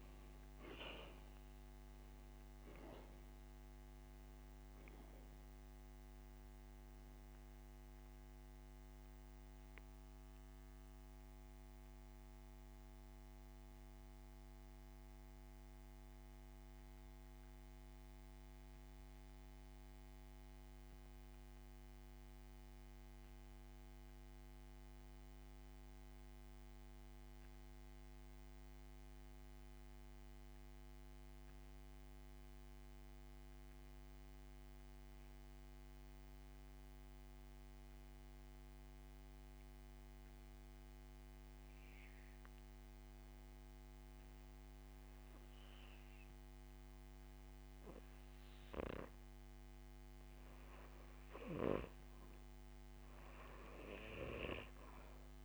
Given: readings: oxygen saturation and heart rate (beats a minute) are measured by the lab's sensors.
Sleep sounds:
breathing in sleep by a microphone on the trachea; 1
0.00-43.00 s: oxygen desaturation (device-marked, oxygen 86% lowest, heart rate 57 extreme)
7.50-50.00 s: central apnea (oxygen 99% before, 84% lowest, heart rate 76 before, 57 extreme, up 10 after)
From the record:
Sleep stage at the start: N2 (light sleep); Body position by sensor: on the back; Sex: male

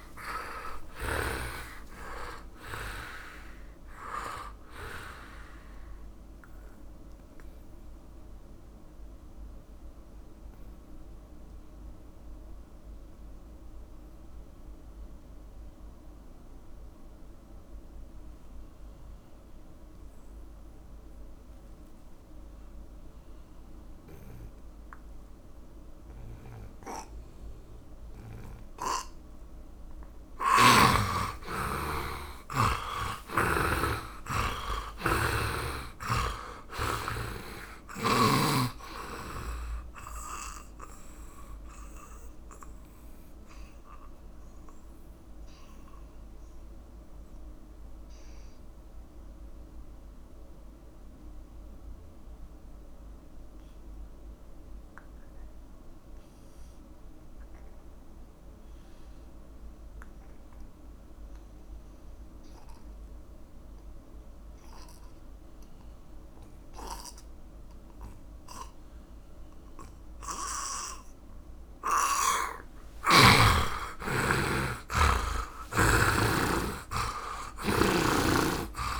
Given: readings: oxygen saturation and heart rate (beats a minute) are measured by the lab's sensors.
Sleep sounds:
breathing in sleep by a room microphone; 2
5.50-8.50 s: oxygen desaturation (device-marked, oxygen 100% before, 94% lowest)
6.50-30.00 s: mixed apnea (oxygen 100% before, 83% lowest)
10.50-25.50 s: oxygen desaturation (device-marked, oxygen 98% before, 85% lowest)
32.00-35.50 s: arousal
35.50-60.50 s: oxygen desaturation (device-marked, oxygen 100% before, 83% lowest)
41.50-72.50 s: obstructive apnea (oxygen 100% before, 80% lowest)
73.00-76.50 s: snoring (device-marked)
74.50-78.50 s: arousal
75.50-79.00 s: oxygen desaturation (device-marked, oxygen 98% before, 80% lowest)
From the record:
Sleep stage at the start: N2 (light sleep); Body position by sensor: on the back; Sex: male

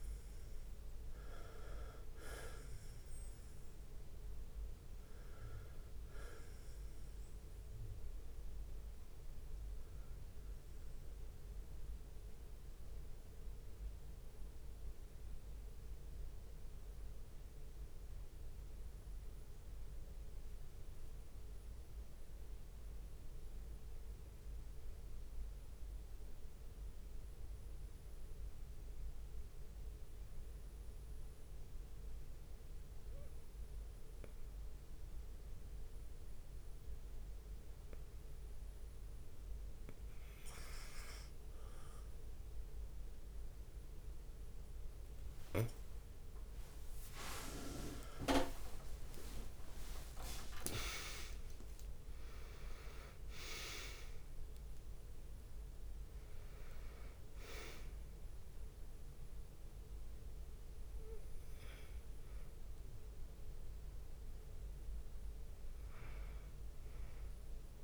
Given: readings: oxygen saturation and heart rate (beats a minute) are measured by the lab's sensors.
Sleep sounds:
breathing in sleep by a room microphone; 1
0.00-20.00 s: oxygen desaturation (device-marked, oxygen 88% lowest)
0.00-67.83 s: bradycardia (device-marked)
5.00-8.50 s: leg movement (device-marked)
8.00-10.00 s: long interval between heartbeats (device-marked)
13.50-39.00 s: obstructive apnea (oxygen 96% before, 88% lowest)
18.00-19.00 s: leg movement (device-marked)
22.00-29.50 s: leg movement (device-marked)
35.50-44.50 s: leg movement (device-marked)
41.00-43.00 s: drop in pulse transit time (device-marked)
44.00-67.83 s: oxygen desaturation (device-marked, oxygen 98% before, 95% lowest)
48.50-53.50 s: arousal
49.50-51.50 s: long interval between heartbeats (device-marked)
55.50-57.50 s: long interval between heartbeats (device-marked)
61.50-66.50 s: leg movement (device-marked)
From the record:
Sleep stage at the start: N2 (light sleep); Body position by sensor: on the back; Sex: male

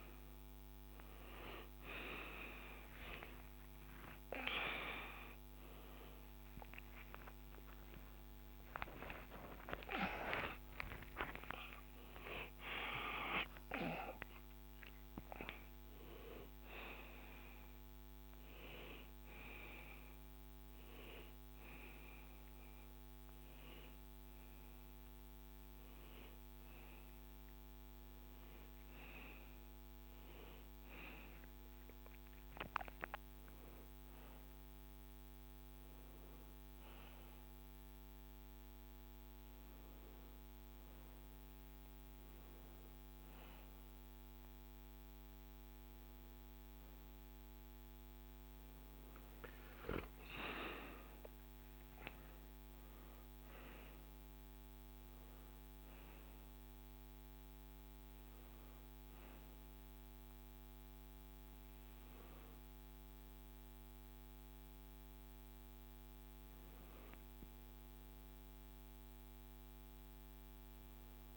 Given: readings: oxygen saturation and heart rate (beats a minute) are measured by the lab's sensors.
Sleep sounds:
a person awake in a sleep study, by a microphone on the trachea; none
42.00-68.00 s: oxygen desaturation (device-marked, oxygen 97% before, 94% lowest, heart rate 72 before, 65 extreme)
From the record:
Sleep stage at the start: awake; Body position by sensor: on the back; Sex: male

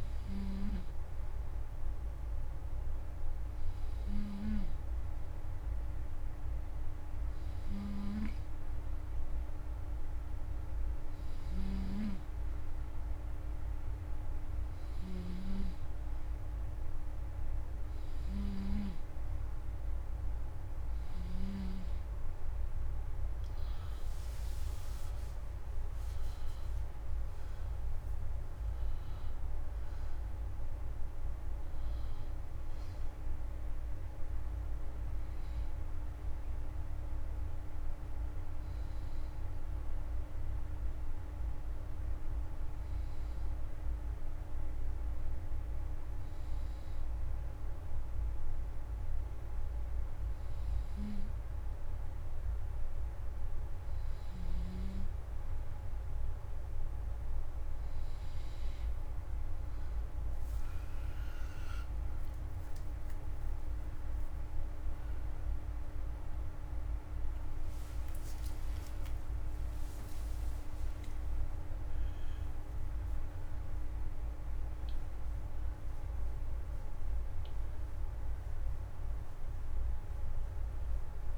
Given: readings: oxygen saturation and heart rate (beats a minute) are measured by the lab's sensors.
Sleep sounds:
breathing in sleep, hard to hear, by a room microphone; 1
11.00-21.00 s: snoring (device-marked)
41.00-52.00 s: hypopnea (oxygen 94% before, 92% lowest, heart rate 111 before, 70 extreme, up 38 after)
58.50-81.38 s: oxygen desaturation (device-marked, oxygen 96% before, 92% lowest, heart rate 97 before, 70 extreme)
61.00-66.50 s: arousal
62.50-81.38 s: new sleep stage, N1 (lightest sleep)
From the record:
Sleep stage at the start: N2 (light sleep); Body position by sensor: on the front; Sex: male

